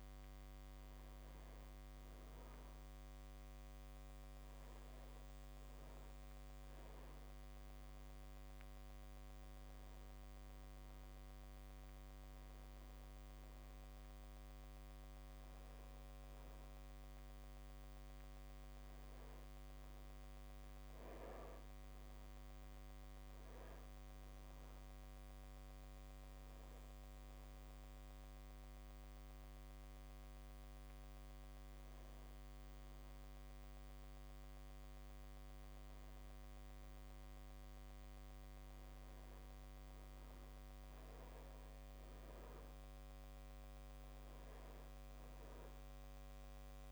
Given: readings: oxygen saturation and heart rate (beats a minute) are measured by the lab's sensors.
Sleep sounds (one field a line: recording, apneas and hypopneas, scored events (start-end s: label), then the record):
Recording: a person awake in a sleep study, hard to hear, by a microphone on the trachea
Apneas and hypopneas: none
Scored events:
none scored
From the record:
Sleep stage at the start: awake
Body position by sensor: on the back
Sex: male